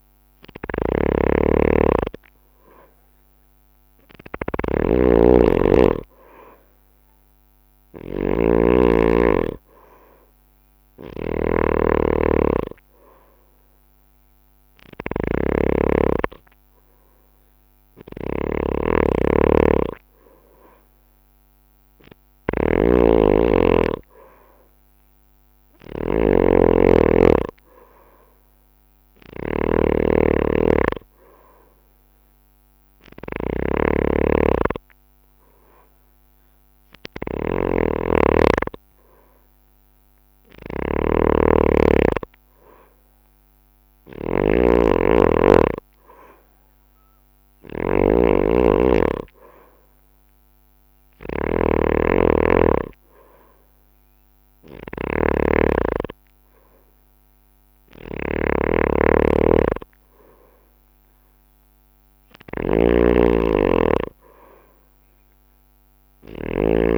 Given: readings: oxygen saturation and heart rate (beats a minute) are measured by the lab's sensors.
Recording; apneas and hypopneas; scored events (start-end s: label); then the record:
breathing in sleep by a microphone on the trachea; none
0.00-66.97 s: snoring (device-marked)
4.50-7.50 s: bradycardia (device-marked)
From the record:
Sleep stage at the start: N2 (light sleep); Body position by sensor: on the right side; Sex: male